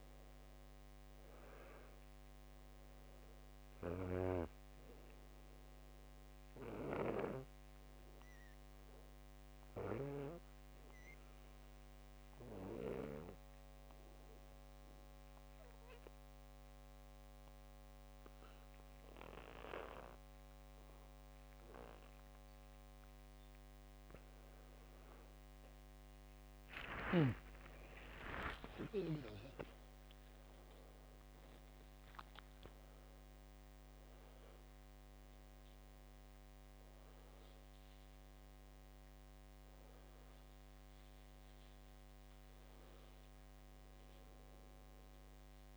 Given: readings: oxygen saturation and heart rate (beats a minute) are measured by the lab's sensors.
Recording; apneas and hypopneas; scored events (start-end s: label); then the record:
breathing in sleep by a microphone on the trachea; 1
0.00-13.50 s: oxygen desaturation (device-marked, oxygen 91% lowest, heart rate 63 extreme)
11.00-23.50 s: obstructive apnea (oxygen 99% before, 92% lowest, heart rate 74 before, 64 extreme, up 35 after)
26.50-31.50 s: arousal
From the record:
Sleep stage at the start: N2 (light sleep); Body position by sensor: on the back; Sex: male